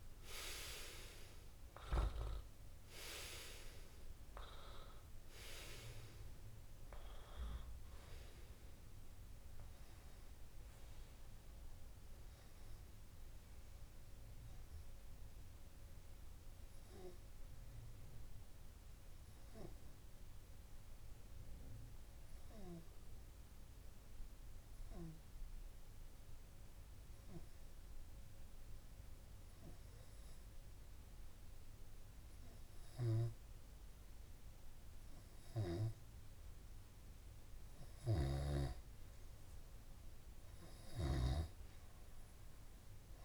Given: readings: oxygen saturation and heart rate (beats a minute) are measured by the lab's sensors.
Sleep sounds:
breathing in sleep by a room microphone; 1
13.00-38.50 s: obstructive apnea (oxygen 98% before, 94% lowest)
From the record:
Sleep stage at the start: N2 (light sleep); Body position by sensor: on the back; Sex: male

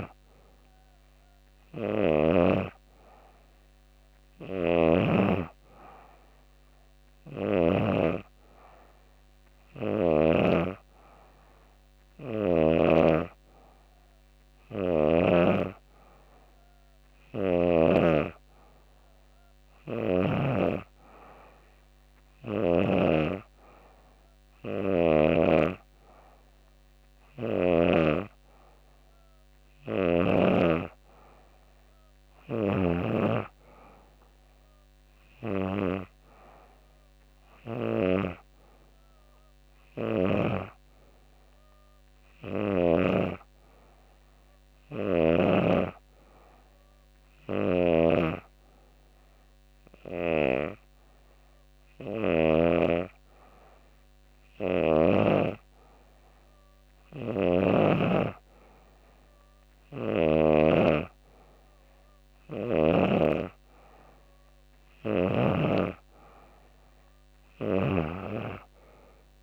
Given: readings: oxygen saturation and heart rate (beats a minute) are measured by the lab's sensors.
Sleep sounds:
breathing in sleep by a microphone on the trachea; none
3.50-9.50 s: snoring (device-marked)
59.00-64.50 s: snoring (device-marked)
From the record:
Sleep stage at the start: N2 (light sleep); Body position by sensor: on the back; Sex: female

